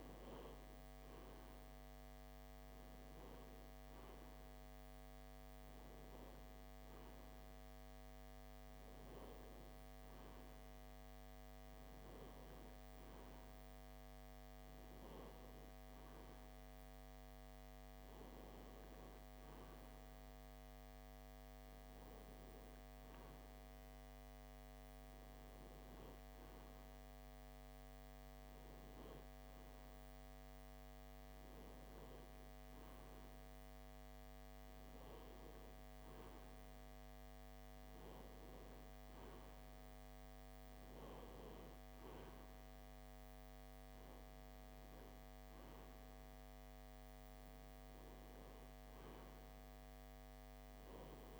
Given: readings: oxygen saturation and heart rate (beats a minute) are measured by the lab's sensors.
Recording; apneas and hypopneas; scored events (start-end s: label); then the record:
breathing in sleep, hard to hear, by a microphone on the trachea; none
none scored
From the record:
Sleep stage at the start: N3 (deep sleep); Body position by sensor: on the left side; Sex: male